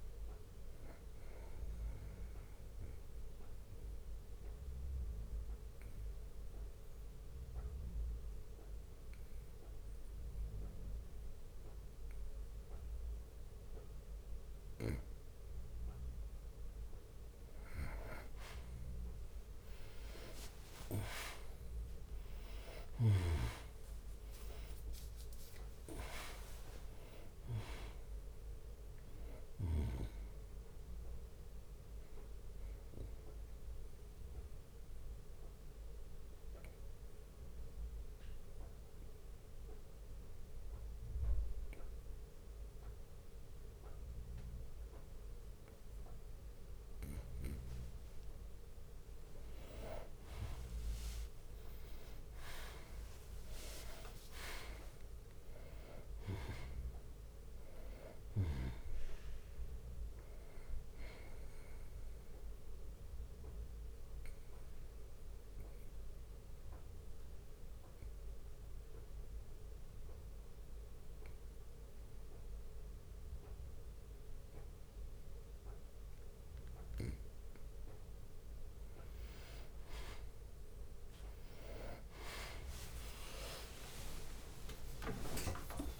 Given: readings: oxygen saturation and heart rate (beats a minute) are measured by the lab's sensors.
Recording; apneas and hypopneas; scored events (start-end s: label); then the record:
a person partly awake in a sleep study, by a room microphone; 3
0.00-15.00 s: oxygen desaturation (device-marked, oxygen 90% lowest, heart rate 59 extreme)
3.50-16.50 s: obstructive apnea (oxygen 97% before, 90% lowest, heart rate 91 before, 59 extreme, up 17 after)
4.00-86.00 s: new sleep stage, N2 (light sleep)
12.00-16.00 s: bradycardia (device-marked, heart rate 68 before, 59 extreme)
19.00-24.50 s: arousal
20.50-22.50 s: long interval between heartbeats (device-marked, heart rate 64 before, 66 extreme)
22.00-34.00 s: drop in pulse transit time (device-marked, heart rate 63 before, 67 extreme)
26.00-47.00 s: oxygen desaturation (device-marked, oxygen 98% before, 91% lowest, heart rate 64 before, 58 extreme)
33.00-47.50 s: obstructive apnea (oxygen 98% before, 91% lowest, heart rate 67 before, 58 extreme, up 13 after)
36.00-44.00 s: bradycardia (device-marked, heart rate 69 before, 59 extreme)
47.00-49.00 s: long interval between heartbeats (device-marked, heart rate 64 before, 70 extreme)
49.50-53.50 s: arousal
51.00-65.00 s: drop in pulse transit time (device-marked, heart rate 63 before, 65 extreme)
62.50-76.50 s: obstructive apnea (oxygen 98% before, 92% lowest, heart rate 66 before, 57 extreme)
66.00-75.00 s: bradycardia (device-marked, heart rate 68 before, 57 extreme)
69.00-81.00 s: oxygen desaturation (device-marked, oxygen 95% before, 92% lowest, heart rate 67 before, 58 extreme)
81.00-86.00 s: tachycardia (device-marked, heart rate 68 before, 143 extreme)
84.00-86.00 s: drop in pulse transit time (device-marked, heart rate 62 before, 91 extreme)
85.00-86.00 s: long interval between heartbeats (device-marked, heart rate 65 before, 131 extreme)
From the record:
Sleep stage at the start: awake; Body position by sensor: on the back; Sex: male